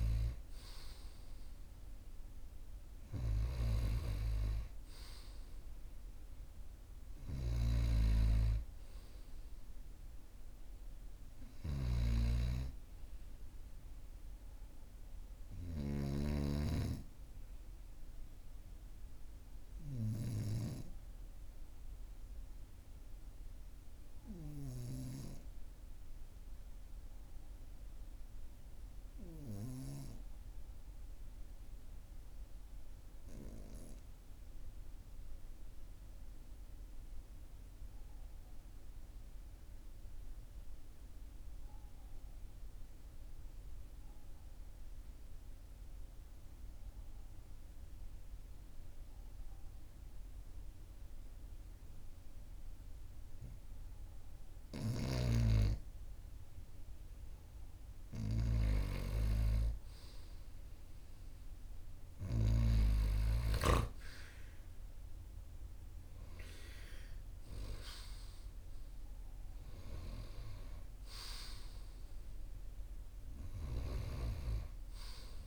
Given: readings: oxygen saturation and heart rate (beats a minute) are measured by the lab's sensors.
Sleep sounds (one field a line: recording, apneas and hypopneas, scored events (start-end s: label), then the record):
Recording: breathing in sleep by a room microphone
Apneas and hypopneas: 1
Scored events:
7.00-15.50 s: snoring (device-marked)
27.50-53.50 s: obstructive apnea (oxygen 98% before, 94% lowest, heart rate 44 before, 42 extreme, up 1 after)
64.00-68.50 s: arousal
From the record:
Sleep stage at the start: N2 (light sleep)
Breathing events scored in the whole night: 227 in 7.2 hours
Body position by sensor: on the right side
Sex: male